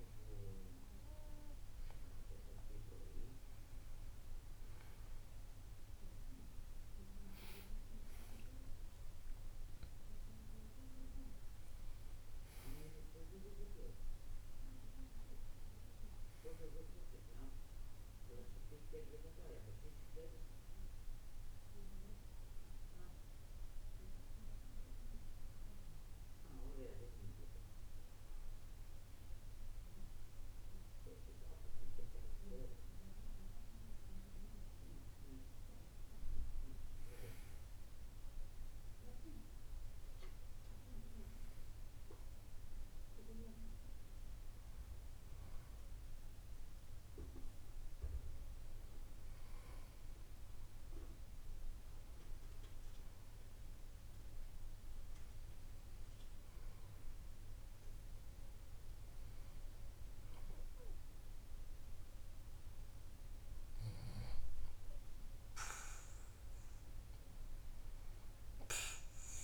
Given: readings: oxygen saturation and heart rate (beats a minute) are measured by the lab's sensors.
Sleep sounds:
breathing in sleep by a room microphone; 2
7.50-11.50 s: arousal
21.00-69.44 s: new sleep stage, N2 (light sleep)
21.50-35.00 s: hypopnea (oxygen 95% before, 91% lowest, heart rate 61 before, 58 extreme, up 4 after)
37.50-40.50 s: arousal
40.00-50.00 s: oxygen desaturation (device-marked, oxygen 95% before, 92% lowest, heart rate 60 before, 58 extreme)
52.00-64.50 s: hypopnea (oxygen 95% before, 91% lowest, heart rate 61 before, 56 extreme, up 2 after)
From the record:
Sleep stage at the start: N1 (lightest sleep); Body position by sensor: on the back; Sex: male

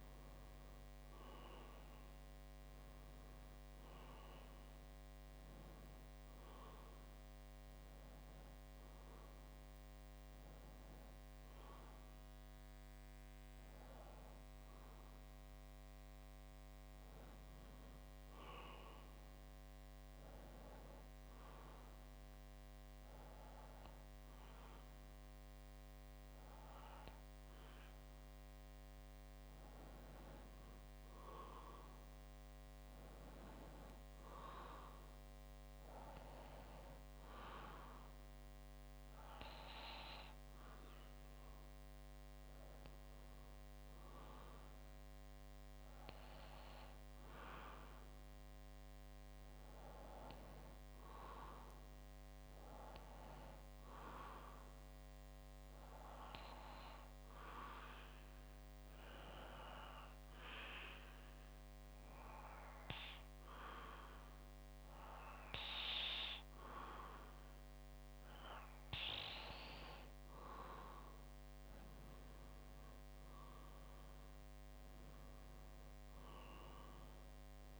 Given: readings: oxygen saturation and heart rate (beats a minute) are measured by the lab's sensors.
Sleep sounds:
breathing in sleep by a microphone on the trachea; 2
20.00-30.50 s: obstructive apnea (oxygen 94% before, 92% lowest, heart rate 63 before, 59 extreme, up 3 after)
33.50-37.50 s: arousal
47.50-50.50 s: bradycardia (device-marked, heart rate 64 before, 60 extreme)
52.00-67.50 s: obstructive apnea (oxygen 96% before, 93% lowest, heart rate 62 before, 60 extreme, up 5 after)
71.00-74.50 s: arousal
From the record:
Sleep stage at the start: N2 (light sleep); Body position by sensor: on the back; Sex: male

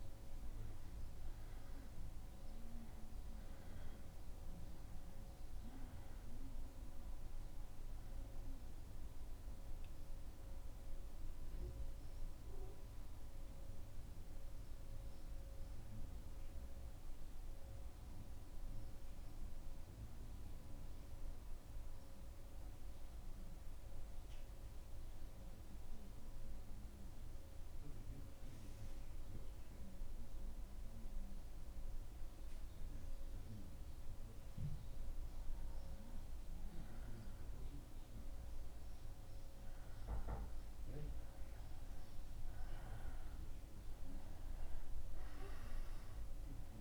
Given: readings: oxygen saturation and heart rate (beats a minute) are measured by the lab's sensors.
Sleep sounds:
breathing in sleep, hard to hear, by a room microphone; 1
12.00-34.00 s: central apnea (oxygen 94% before, 94% lowest, heart rate 77 before, 74 extreme, up 3 after)
36.50-40.50 s: arousal
From the record:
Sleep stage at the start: N2 (light sleep); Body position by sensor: on the back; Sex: male

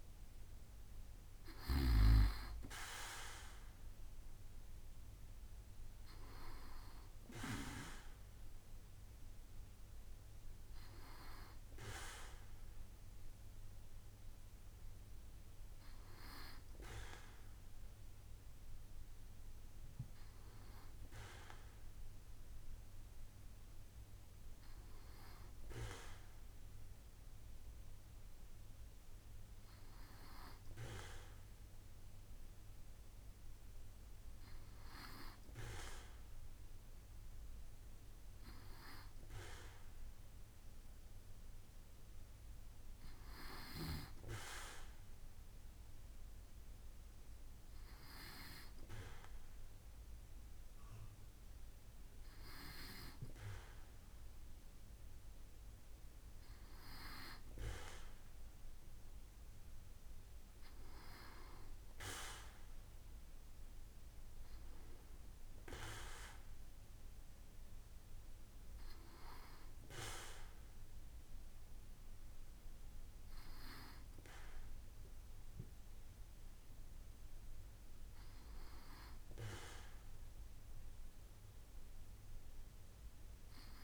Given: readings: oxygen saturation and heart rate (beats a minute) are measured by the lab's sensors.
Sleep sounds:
breathing in sleep by a room microphone; none
none scored
From the record:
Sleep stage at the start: N2 (light sleep); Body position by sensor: on the back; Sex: male

